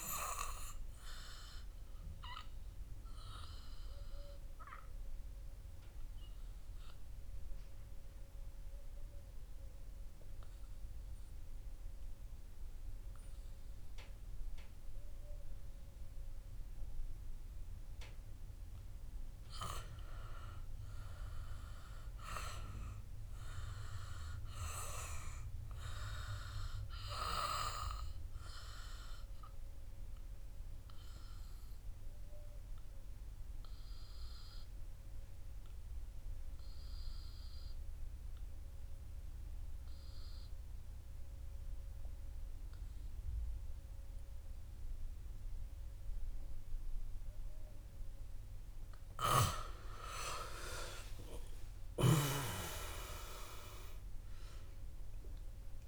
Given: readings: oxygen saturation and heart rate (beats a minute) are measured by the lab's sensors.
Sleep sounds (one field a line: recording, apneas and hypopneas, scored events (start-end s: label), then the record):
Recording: breathing in sleep by a room microphone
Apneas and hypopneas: 2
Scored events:
0.00-17.00 s: oxygen desaturation (device-marked, oxygen 94% lowest, heart rate 74 extreme)
2.00-55.88 s: new sleep stage, N2 (light sleep)
3.50-19.50 s: obstructive apnea (oxygen 100% before, 94% lowest, heart rate 77 before, 74 extreme, up 1 after)
22.00-26.00 s: arousal
30.00-49.00 s: obstructive apnea (oxygen 100% before, 93% lowest, heart rate 82 before, 67 extreme, up 4 after)
37.00-49.00 s: oxygen desaturation (device-marked, oxygen 99% before, 95% lowest, heart rate 79 before, 67 extreme)
51.50-55.88 s: arousal
From the record:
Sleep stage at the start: N1 (lightest sleep)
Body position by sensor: on the right side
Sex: male